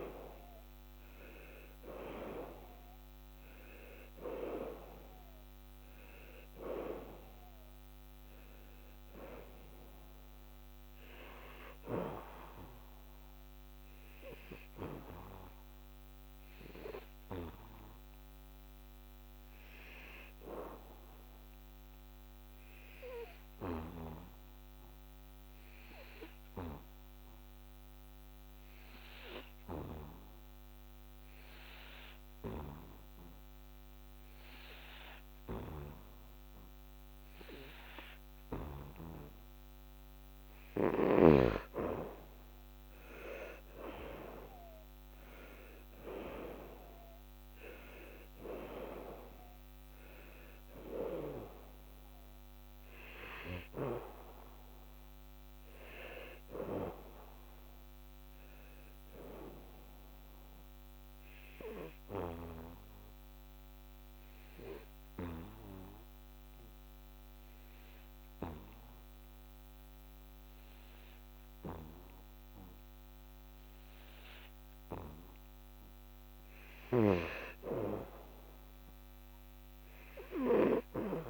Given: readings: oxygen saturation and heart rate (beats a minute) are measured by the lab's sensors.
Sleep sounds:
breathing in sleep by a microphone on the trachea; 2
0.00-24.50 s: oxygen desaturation (device-marked, oxygen 88% lowest, heart rate 71 extreme)
23.00-40.00 s: obstructive apnea (oxygen 96% before, 88% lowest, heart rate 81 before, 71 extreme, up 8 after)
41.50-45.50 s: arousal
43.50-65.50 s: oxygen desaturation (device-marked, oxygen 96% before, 88% lowest, heart rate 74 before, 68 extreme)
62.00-76.50 s: obstructive apnea (oxygen 97% before, 88% lowest, heart rate 78 before, 68 extreme, up 7 after)
78.00-81.00 s: arousal
From the record:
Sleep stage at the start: N2 (light sleep); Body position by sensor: on the back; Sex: male

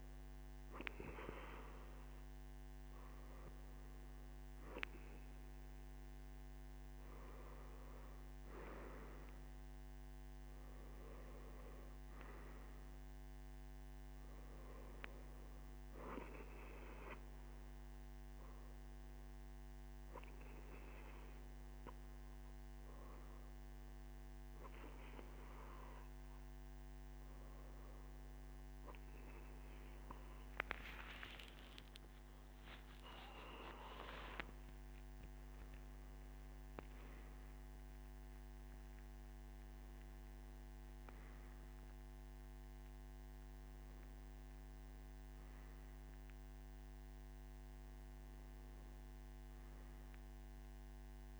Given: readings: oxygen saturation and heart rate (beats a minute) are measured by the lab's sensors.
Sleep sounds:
breathing in sleep by a microphone on the trachea; none
none scored
From the record:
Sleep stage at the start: N3 (deep sleep); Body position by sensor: on the right side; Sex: male

